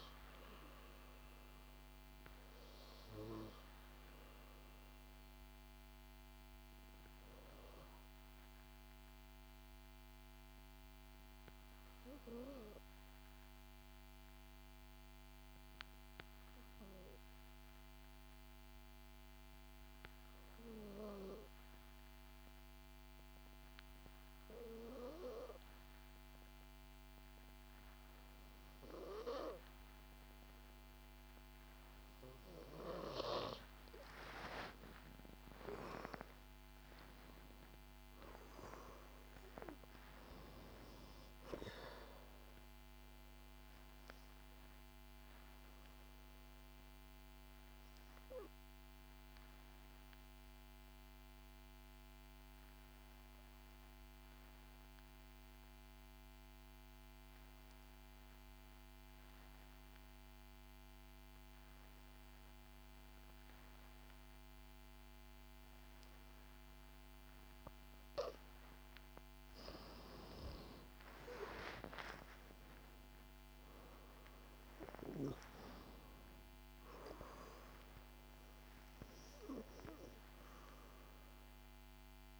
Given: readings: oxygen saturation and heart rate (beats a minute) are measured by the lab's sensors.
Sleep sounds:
breathing in sleep by a microphone on the trachea; 2
0.00-24.50 s: oxygen desaturation (device-marked, oxygen 89% lowest, heart rate 55 extreme)
8.00-33.00 s: obstructive apnea (oxygen 98% before, 89% lowest, heart rate 64 before, 52 extreme, up 9 after)
34.50-39.00 s: arousal
45.00-67.50 s: obstructive apnea (oxygen 98% before, 90% lowest, heart rate 63 before, 52 extreme, up 13 after)
71.00-75.00 s: arousal
71.50-79.50 s: oxygen desaturation (device-marked, oxygen 97% before, 93% lowest, heart rate 56 before, 55 extreme)
From the record:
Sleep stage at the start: N2 (light sleep); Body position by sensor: on the back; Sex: female

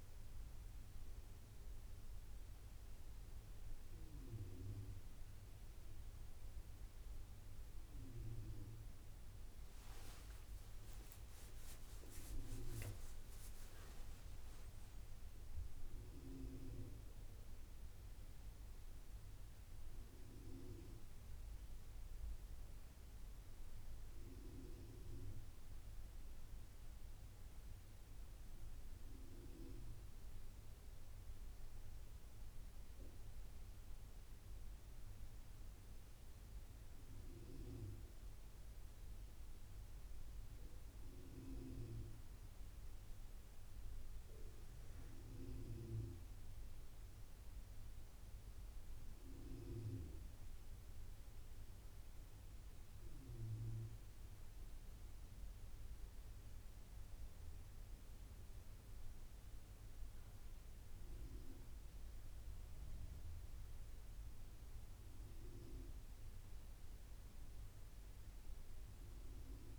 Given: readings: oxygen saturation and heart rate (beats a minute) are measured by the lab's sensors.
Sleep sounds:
breathing in sleep by a room microphone; none
10.00-13.50 s: arousal
From the record:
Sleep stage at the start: N1 (lightest sleep); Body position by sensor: on the back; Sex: male

